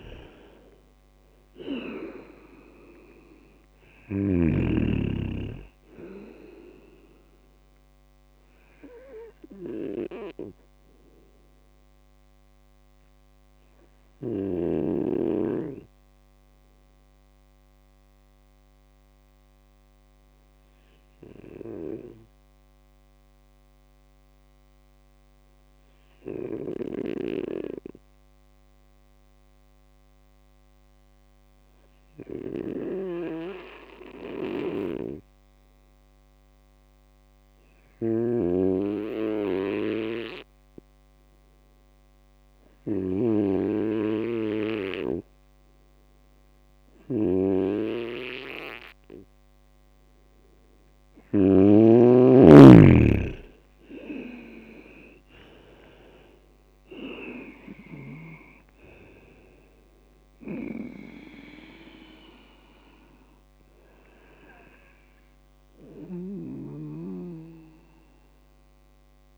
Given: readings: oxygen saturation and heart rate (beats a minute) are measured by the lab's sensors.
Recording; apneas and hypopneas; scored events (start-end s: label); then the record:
breathing in sleep by a microphone on the trachea; 1
13.50-49.50 s: obstructive apnea (oxygen 99% before, 95% lowest, heart rate 67 before, 58 extreme, up 13 after)
27.00-51.50 s: snoring (device-marked)
52.00-56.00 s: arousal
From the record:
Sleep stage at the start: N2 (light sleep); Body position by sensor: on the right side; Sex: male